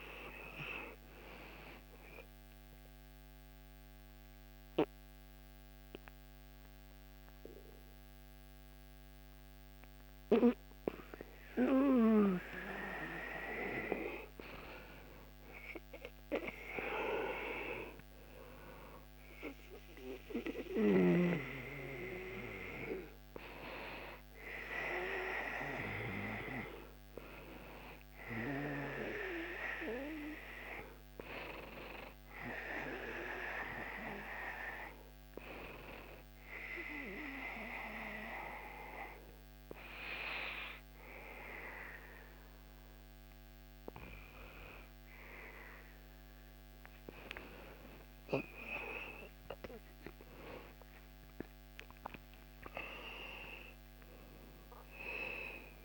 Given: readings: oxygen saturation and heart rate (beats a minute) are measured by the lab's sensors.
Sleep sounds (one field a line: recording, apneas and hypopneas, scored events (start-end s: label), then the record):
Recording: breathing in sleep by a microphone on the trachea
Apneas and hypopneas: 2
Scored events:
3.00-13.50 s: mixed apnea (oxygen 92% before, 69% lowest, heart rate 99 before, 83 extreme, up 2 after)
15.00-19.50 s: arousal
36.00-47.00 s: hypopnea (oxygen 100% before, 96% lowest, heart rate 87 before, 83 extreme, up 7 after)
49.00-53.00 s: arousal
From the record:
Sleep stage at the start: N2 (light sleep)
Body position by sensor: on the back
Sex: male